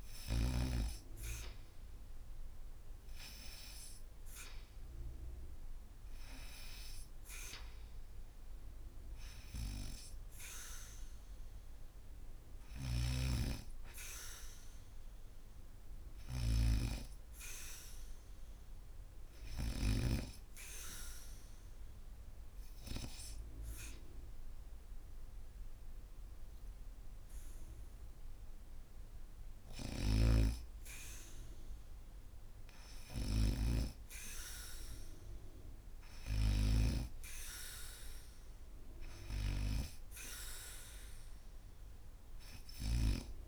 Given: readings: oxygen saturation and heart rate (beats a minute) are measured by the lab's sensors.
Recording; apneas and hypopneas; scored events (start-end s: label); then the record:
breathing in sleep by a room microphone; 1
4.50-30.50 s: oxygen desaturation (device-marked, oxygen 96% before, 86% lowest, heart rate 73 before, 75 extreme)
12.00-19.50 s: snoring (device-marked)
16.00-29.50 s: hypopnea (oxygen 97% before, 83% lowest, heart rate 73 before, 75 extreme, up 0 after)
29.50-42.50 s: snoring (device-marked)
34.00-38.00 s: arousal
36.50-43.48 s: oxygen desaturation (device-marked, oxygen 95% before, 88% lowest, heart rate 77 before, 69 extreme)
From the record:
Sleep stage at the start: N2 (light sleep); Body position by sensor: on the back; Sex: female